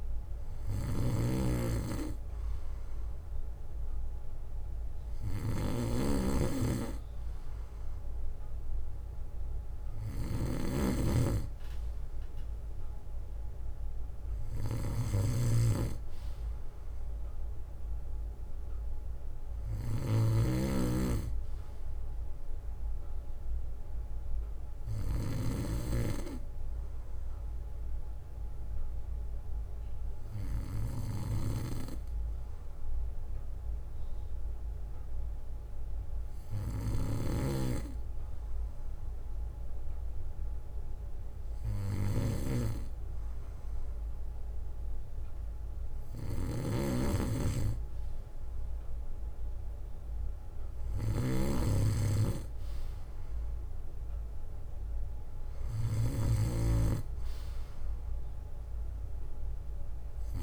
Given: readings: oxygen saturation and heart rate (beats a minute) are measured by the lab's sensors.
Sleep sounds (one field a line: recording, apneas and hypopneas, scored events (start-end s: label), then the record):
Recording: breathing in sleep by a room microphone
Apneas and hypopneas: none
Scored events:
0.00-25.50 s: snoring (device-marked)
31.50-33.50 s: bradycardia (device-marked, heart rate 62 before, 63 extreme)
37.00-56.50 s: snoring (device-marked)
41.50-43.50 s: bradycardia (device-marked, heart rate 62 before, 62 extreme)
From the record:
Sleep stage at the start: N2 (light sleep)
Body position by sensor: on the back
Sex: male